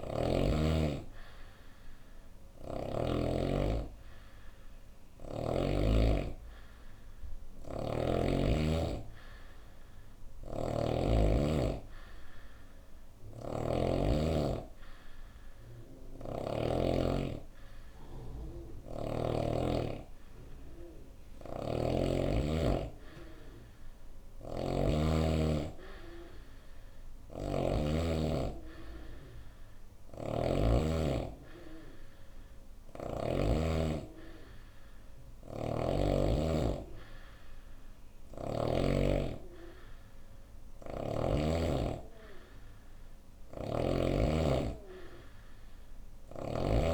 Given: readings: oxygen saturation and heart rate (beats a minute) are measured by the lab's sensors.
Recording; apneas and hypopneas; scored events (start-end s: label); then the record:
breathing in sleep by a room microphone; none
0.00-2.50 s: snoring (device-marked)
9.50-16.00 s: snoring (device-marked)
20.50-30.00 s: snoring (device-marked)
34.50-38.00 s: snoring (device-marked)
42.50-46.00 s: snoring (device-marked)
From the record:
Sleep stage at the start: N2 (light sleep); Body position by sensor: on the right side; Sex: female